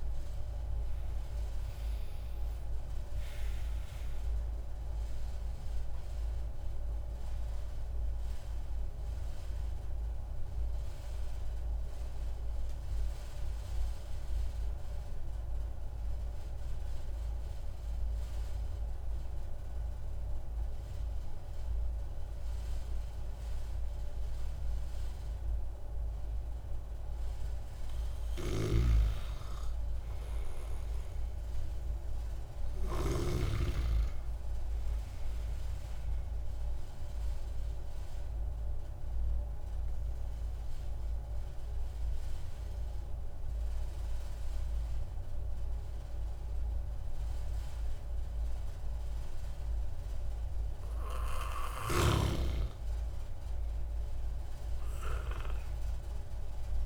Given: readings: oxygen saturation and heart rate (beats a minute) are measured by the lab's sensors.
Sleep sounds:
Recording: breathing in sleep by a room microphone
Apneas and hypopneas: 2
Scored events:
7.50-28.00 s: obstructive apnea (oxygen 97% before, 94% lowest)
24.50-54.50 s: new sleep stage, N2 (light sleep)
28.50-33.50 s: snoring (device-marked)
30.50-34.50 s: arousal
38.50-51.50 s: obstructive apnea (oxygen 97% before, 92% lowest)
54.50-56.86 s: new sleep stage, N1 (lightest sleep)
55.00-56.86 s: arousal
From the record:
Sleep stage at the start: N1 (lightest sleep)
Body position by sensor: on the back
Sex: male

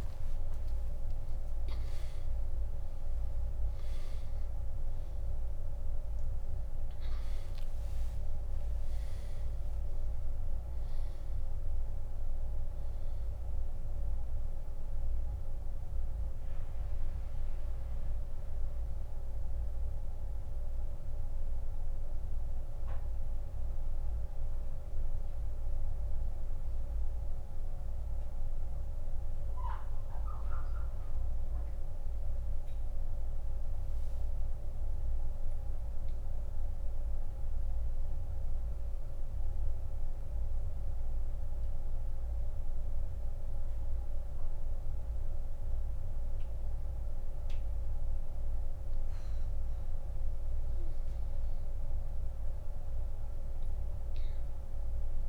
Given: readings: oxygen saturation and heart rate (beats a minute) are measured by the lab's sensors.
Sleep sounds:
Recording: breathing in sleep, hard to hear, by a room microphone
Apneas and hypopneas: 1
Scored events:
23.00-48.50 s: central apnea (oxygen 97% before, 87% lowest)
30.50-49.50 s: oxygen desaturation (device-marked, oxygen 95% before, 87% lowest)
From the record:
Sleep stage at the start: N2 (light sleep)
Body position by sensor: on the back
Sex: male

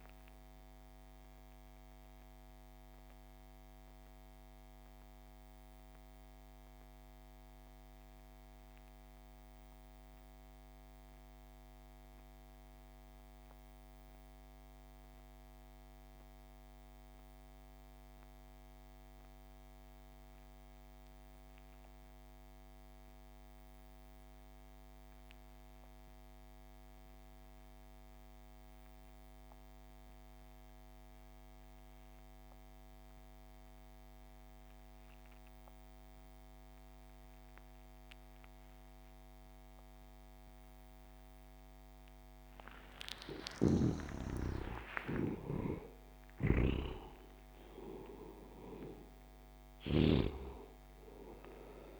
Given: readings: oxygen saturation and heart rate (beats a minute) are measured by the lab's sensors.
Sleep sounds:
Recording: breathing in sleep by a microphone on the trachea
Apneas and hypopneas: 1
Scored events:
0.00-16.00 s: oxygen desaturation (device-marked, oxygen 69% lowest)
0.50-43.00 s: mixed apnea (oxygen 98% before, 69% lowest)
31.00-52.00 s: oxygen desaturation (device-marked, oxygen 97% before, 71% lowest)
43.00-50.00 s: snoring (device-marked)
43.50-47.50 s: arousal
From the record:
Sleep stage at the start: REM sleep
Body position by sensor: on the back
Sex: male

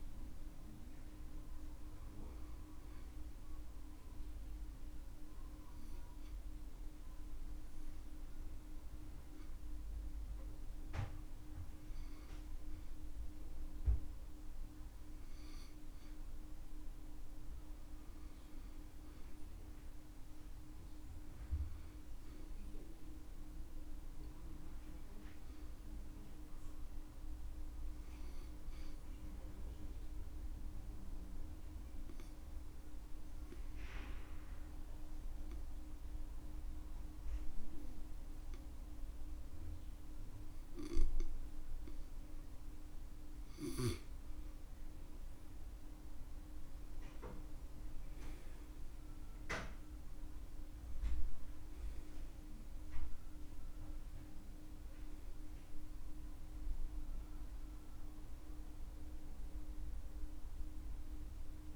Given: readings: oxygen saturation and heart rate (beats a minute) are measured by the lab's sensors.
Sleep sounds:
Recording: breathing in sleep, hard to hear, by a room microphone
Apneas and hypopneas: 2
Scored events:
3.00-13.50 s: obstructive apnea (oxygen 96% before, 91% lowest, heart rate 70 before, 62 extreme, up 11 after)
14.50-20.00 s: arousal
29.00-43.50 s: obstructive apnea (oxygen 95% before, 91% lowest, heart rate 80 before, 62 extreme, up 10 after)
45.50-50.00 s: arousal
From the record:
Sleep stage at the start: N2 (light sleep)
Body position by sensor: on the back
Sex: male

